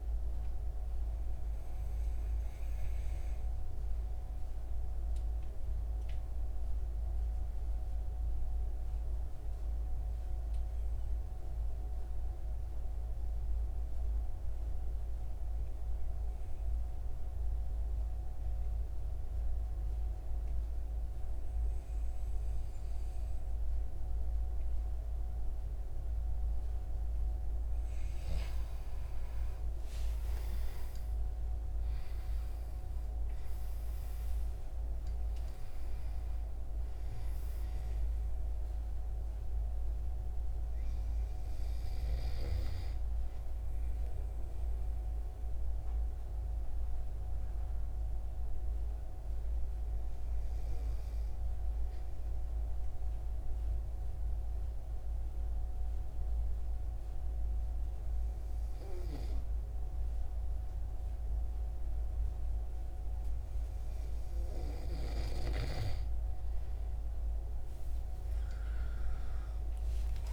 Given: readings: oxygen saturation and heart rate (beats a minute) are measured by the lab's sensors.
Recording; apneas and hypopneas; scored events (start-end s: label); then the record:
breathing in sleep, hard to hear, by a room microphone; 2
4.50-26.50 s: mixed apnea (oxygen 97% before, 92% lowest, heart rate 80 before, 72 extreme, up 9 after)
26.00-43.00 s: oxygen desaturation (device-marked, oxygen 97% before, 92% lowest, heart rate 76 before, 72 extreme)
28.50-32.50 s: arousal
43.00-63.00 s: hypopnea (oxygen 97% before, 92% lowest, heart rate 79 before, 69 extreme, up 16 after)
66.00-69.50 s: arousal
69.00-70.33 s: oxygen desaturation (device-marked, oxygen 97% before, 93% lowest, heart rate 77 before, 69 extreme)
From the record:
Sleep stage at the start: N2 (light sleep); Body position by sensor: on the right side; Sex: male